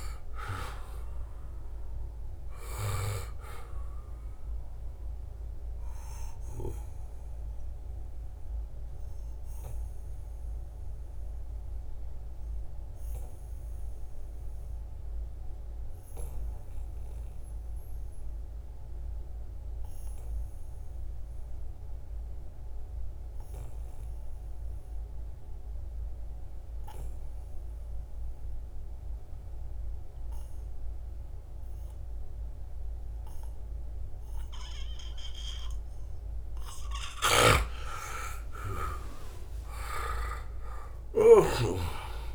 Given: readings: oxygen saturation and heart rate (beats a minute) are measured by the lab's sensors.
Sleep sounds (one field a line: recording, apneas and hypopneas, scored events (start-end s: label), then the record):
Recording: breathing in sleep by a room microphone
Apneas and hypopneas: 1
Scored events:
0.00-14.50 s: oxygen desaturation (device-marked, oxygen 89% lowest, heart rate 65 extreme)
4.50-36.50 s: obstructive apnea (oxygen 98% before, 89% lowest, heart rate 74 before, 65 extreme, up 11 after)
30.50-42.35 s: oxygen desaturation (device-marked, oxygen 98% before, 90% lowest, heart rate 71 before, 65 extreme)
36.50-42.35 s: snoring (device-marked)
38.00-41.50 s: arousal
From the record:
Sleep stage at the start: N2 (light sleep)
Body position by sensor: on the right side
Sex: male